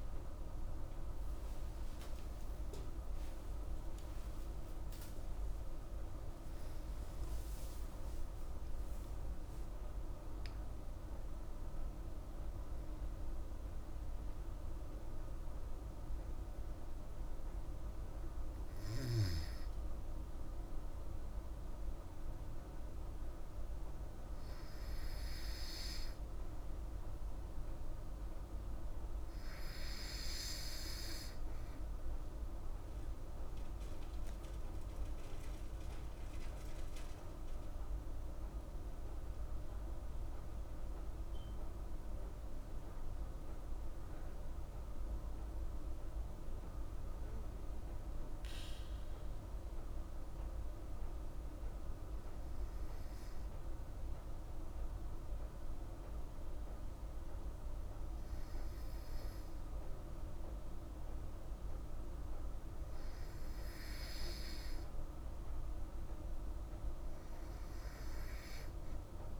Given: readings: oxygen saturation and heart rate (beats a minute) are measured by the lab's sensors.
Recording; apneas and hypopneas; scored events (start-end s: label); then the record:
breathing in sleep, hard to hear, by a room microphone; 2
0.00-6.50 s: arousal
15.50-27.00 s: hypopnea (oxygen 97% before, 95% lowest, heart rate 74 before, 50 extreme, up 5 after)
35.50-40.00 s: arousal
51.00-63.50 s: hypopnea (oxygen 98% before, 95% lowest, heart rate 55 before, 51 extreme, up 5 after)
66.50-69.40 s: arousal
From the record:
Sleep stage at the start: N2 (light sleep); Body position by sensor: on the back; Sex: female